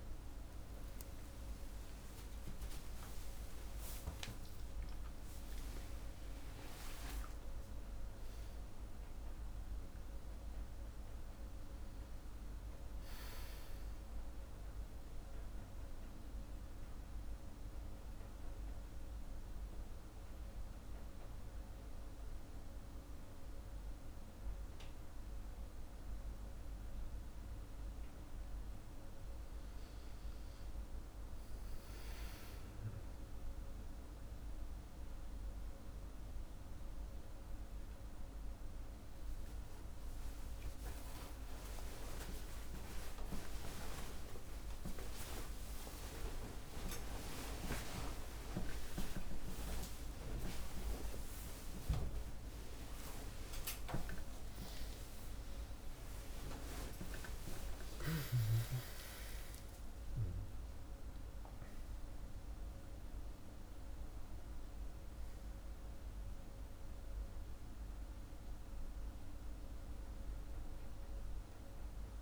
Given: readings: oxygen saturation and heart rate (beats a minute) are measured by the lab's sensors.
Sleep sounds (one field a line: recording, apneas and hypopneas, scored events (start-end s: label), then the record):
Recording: a person awake in a sleep study, by a room microphone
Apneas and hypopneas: none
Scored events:
none scored
From the record:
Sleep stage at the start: awake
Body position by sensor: on the back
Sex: male